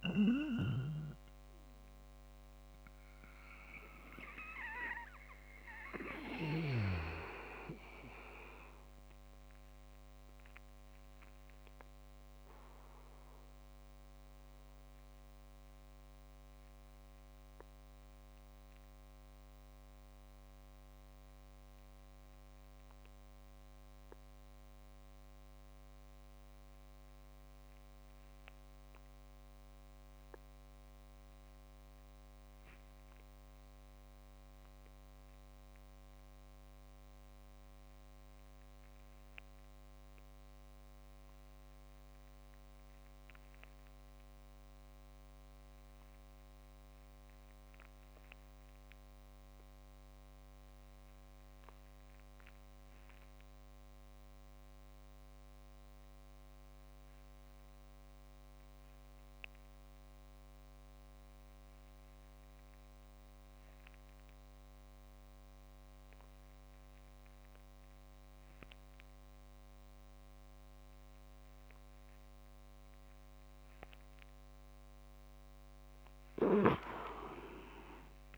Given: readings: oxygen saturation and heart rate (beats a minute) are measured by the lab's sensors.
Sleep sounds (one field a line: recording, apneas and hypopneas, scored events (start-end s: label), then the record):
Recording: breathing in sleep by a microphone on the trachea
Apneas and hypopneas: 1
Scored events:
0.00-19.00 s: oxygen desaturation (device-marked, oxygen 86% lowest)
0.50-73.50 s: obstructive apnea (oxygen 97% before, 79% lowest)
15.00-17.00 s: leg movement (device-marked)
23.50-25.00 s: leg movement (device-marked)
54.00-78.38 s: oxygen desaturation (device-marked, oxygen 99% before, 79% lowest)
76.50-78.38 s: arousal
From the record:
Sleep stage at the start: N2 (light sleep)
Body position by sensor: on the back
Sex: male